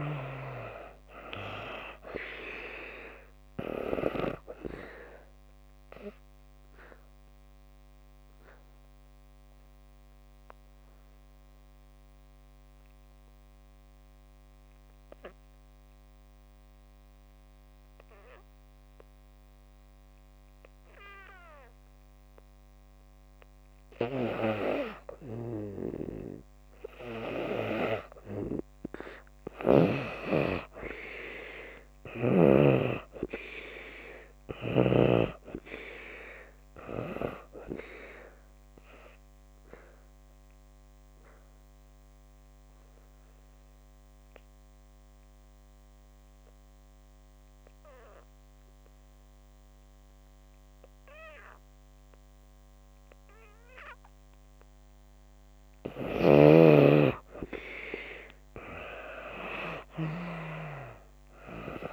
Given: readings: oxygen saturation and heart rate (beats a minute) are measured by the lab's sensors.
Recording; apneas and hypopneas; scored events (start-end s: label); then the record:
breathing in sleep by a microphone on the trachea; 2
0.00-1.50 s: arousal
0.00-24.00 s: oxygen desaturation (device-marked, oxygen 74% lowest)
5.50-24.00 s: obstructive apnea (oxygen 96% before, 74% lowest)
29.50-32.50 s: arousal
37.00-57.00 s: oxygen desaturation (device-marked, oxygen 96% before, 77% lowest)
38.50-54.50 s: obstructive apnea (oxygen 96% before, 76% lowest)
56.50-59.50 s: arousal
59.00-61.93 s: oxygen desaturation (device-marked, oxygen 95% before, 78% lowest)
From the record:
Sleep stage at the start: N2 (light sleep); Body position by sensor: on the back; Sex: female